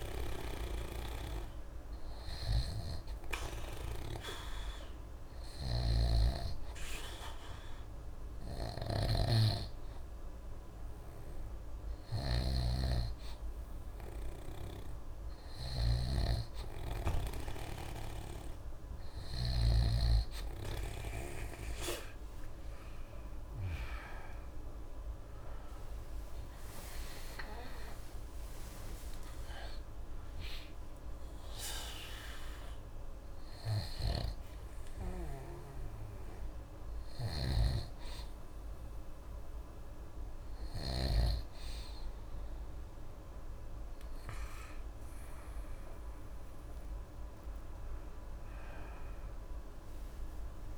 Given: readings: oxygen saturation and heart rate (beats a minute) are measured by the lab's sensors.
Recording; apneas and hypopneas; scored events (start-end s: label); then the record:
breathing in sleep by a room microphone; 1
0.00-16.00 s: snoring (device-marked)
5.00-18.00 s: hypopnea (oxygen 94% before, 92% lowest, heart rate 44 before, 36 extreme, up 2 after)
23.00-28.50 s: arousal
34.00-41.50 s: snoring (device-marked)
From the record:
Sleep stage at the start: N2 (light sleep); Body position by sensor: on the right side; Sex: male